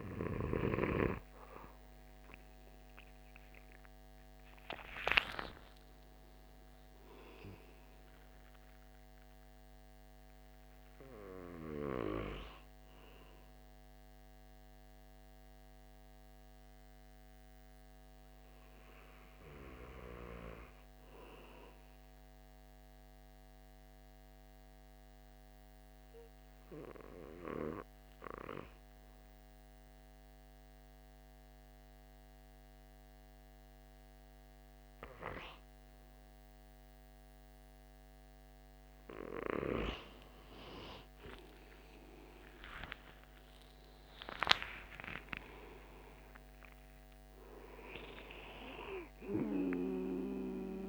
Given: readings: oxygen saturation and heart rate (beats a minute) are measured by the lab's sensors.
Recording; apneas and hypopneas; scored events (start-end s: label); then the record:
breathing in sleep by a microphone on the trachea; 1
4.50-9.00 s: arousal
14.50-35.00 s: hypopnea (oxygen 96% before, 91% lowest, heart rate 181 before, 141 extreme, up 41 after)
41.50-50.89 s: oxygen desaturation (device-marked, oxygen 96% before, 91% lowest, heart rate 175 before, 144 extreme)
42.00-46.50 s: arousal
From the record:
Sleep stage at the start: N2 (light sleep); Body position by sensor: on the back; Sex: male